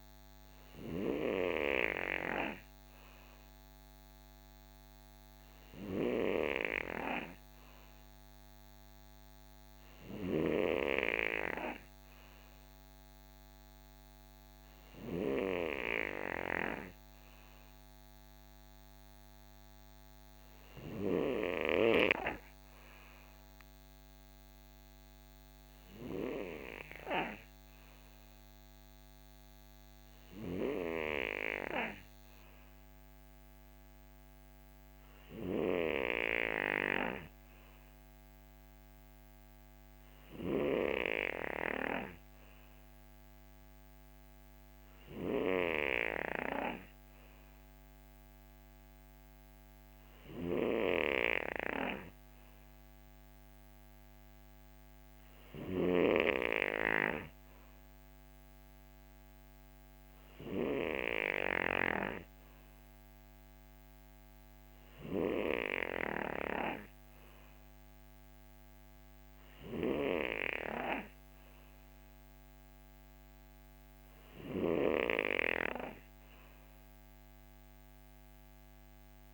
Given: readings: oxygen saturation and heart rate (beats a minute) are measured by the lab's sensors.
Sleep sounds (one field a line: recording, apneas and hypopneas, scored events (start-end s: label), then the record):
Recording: breathing in sleep by a microphone on the trachea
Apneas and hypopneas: none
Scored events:
none scored
From the record:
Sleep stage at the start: N3 (deep sleep)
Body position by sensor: on the right side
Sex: male